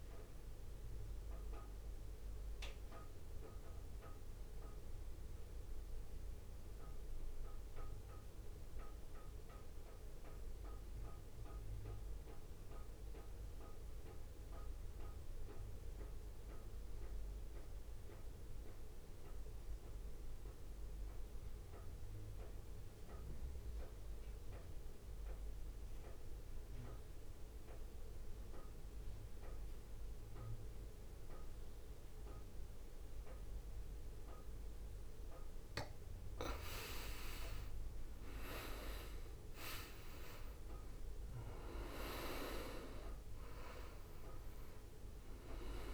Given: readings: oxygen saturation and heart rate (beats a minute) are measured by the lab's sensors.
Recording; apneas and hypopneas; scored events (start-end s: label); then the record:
breathing in sleep by a room microphone; 1
0.00-1.50 s: drop in pulse transit time (device-marked, heart rate 54 extreme)
0.50-35.50 s: mixed apnea (oxygen 98% before, 89% lowest, heart rate 57 before, 52 extreme, up 3 after)
7.50-19.50 s: oxygen desaturation (device-marked, oxygen 93% before, 90% lowest, heart rate 56 before, 57 extreme)
32.50-45.94 s: oxygen desaturation (device-marked, oxygen 98% before, 89% lowest, heart rate 64 before, 52 extreme)
40.00-44.50 s: arousal
41.50-45.94 s: drop in pulse transit time (device-marked, heart rate 60 before, 53 extreme)
From the record:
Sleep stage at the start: N2 (light sleep); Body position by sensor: on the right side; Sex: male